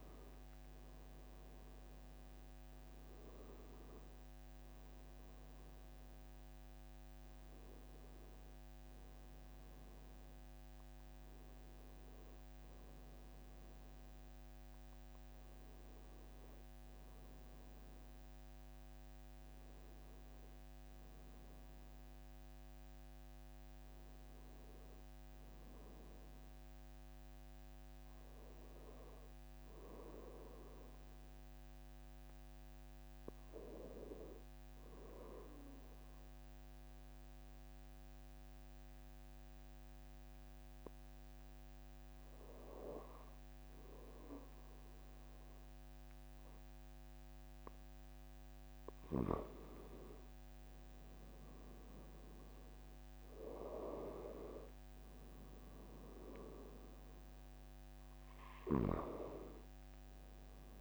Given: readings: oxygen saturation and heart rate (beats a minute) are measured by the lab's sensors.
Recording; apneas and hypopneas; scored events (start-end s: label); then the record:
breathing in sleep by a microphone on the trachea; 1
0.00-2.00 s: arousal
3.00-60.81 s: new sleep stage, REM sleep
29.50-48.00 s: hypopnea (oxygen 96% before, 94% lowest, heart rate 47 before, 45 extreme, up 3 after)
52.50-57.00 s: arousal
From the record:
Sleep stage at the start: N2 (light sleep); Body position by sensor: on the back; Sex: male